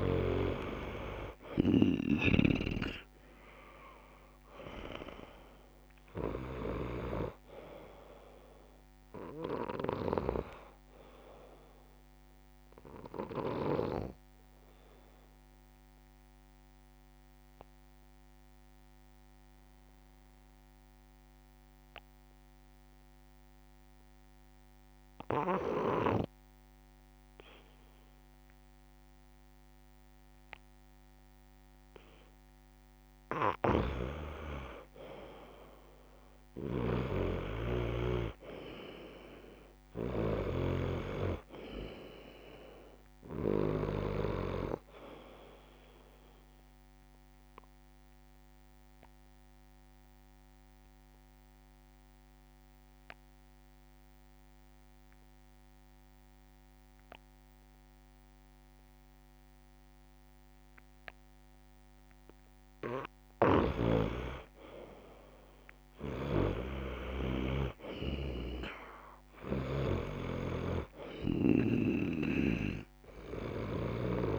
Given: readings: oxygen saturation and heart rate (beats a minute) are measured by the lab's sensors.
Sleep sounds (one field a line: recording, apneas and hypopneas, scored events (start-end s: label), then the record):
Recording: breathing in sleep by a microphone on the trachea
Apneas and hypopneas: 2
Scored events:
0.00-2.50 s: arousal
0.00-2.50 s: snoring (device-marked)
0.00-22.50 s: oxygen desaturation (device-marked, oxygen 88% lowest)
16.00-32.00 s: obstructive apnea (oxygen 99% before, 88% lowest)
33.50-41.00 s: snoring (device-marked)
34.00-37.50 s: arousal
36.50-58.50 s: oxygen desaturation (device-marked, oxygen 98% before, 89% lowest)
47.50-62.50 s: obstructive apnea (oxygen 98% before, 88% lowest)
63.50-74.00 s: snoring (device-marked)
64.50-67.50 s: arousal
67.50-74.39 s: oxygen desaturation (device-marked, oxygen 97% before, 88% lowest)
From the record:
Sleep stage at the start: N2 (light sleep)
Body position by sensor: on the back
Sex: male